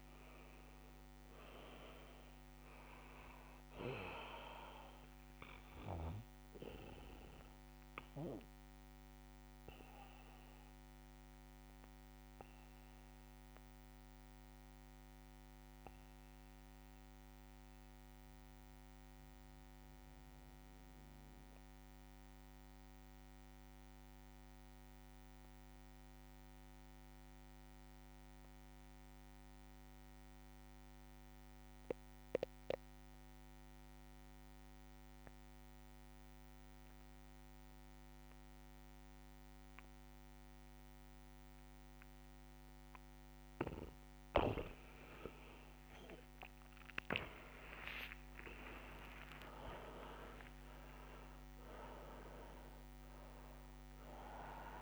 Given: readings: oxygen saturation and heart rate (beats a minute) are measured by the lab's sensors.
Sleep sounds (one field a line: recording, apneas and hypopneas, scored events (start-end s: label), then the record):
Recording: breathing in sleep by a microphone on the trachea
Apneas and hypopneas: 1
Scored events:
0.00-20.50 s: oxygen desaturation (device-marked, oxygen 84% lowest)
6.50-44.00 s: mixed apnea (oxygen 99% before, 83% lowest)
35.50-54.82 s: oxygen desaturation (device-marked, oxygen 99% before, 83% lowest)
46.00-49.50 s: arousal
From the record:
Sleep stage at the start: N2 (light sleep)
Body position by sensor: on the back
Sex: male